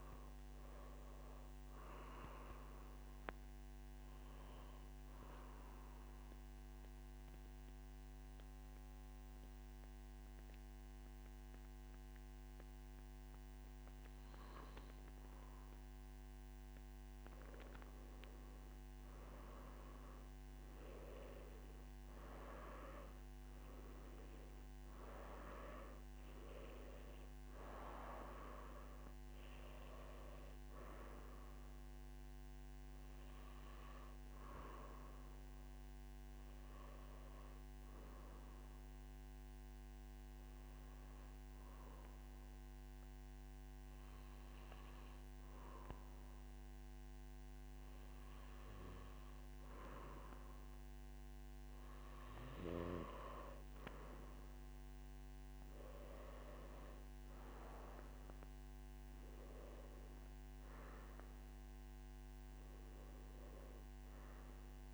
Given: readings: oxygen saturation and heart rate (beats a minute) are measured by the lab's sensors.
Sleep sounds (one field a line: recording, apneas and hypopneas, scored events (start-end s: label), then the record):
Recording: breathing in sleep by a microphone on the trachea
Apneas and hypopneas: 2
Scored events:
6.50-17.00 s: mixed apnea (oxygen 97% before, 93% lowest, heart rate 89 before, 57 extreme, up 6 after)
27.50-48.50 s: oxygen desaturation (device-marked, oxygen 97% before, 93% lowest, heart rate 59 before, 58 extreme)
39.00-52.50 s: obstructive apnea (oxygen 97% before, 93% lowest, heart rate 61 before, 58 extreme, up 1 after)
From the record:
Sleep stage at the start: N1 (lightest sleep)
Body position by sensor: on the right side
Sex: male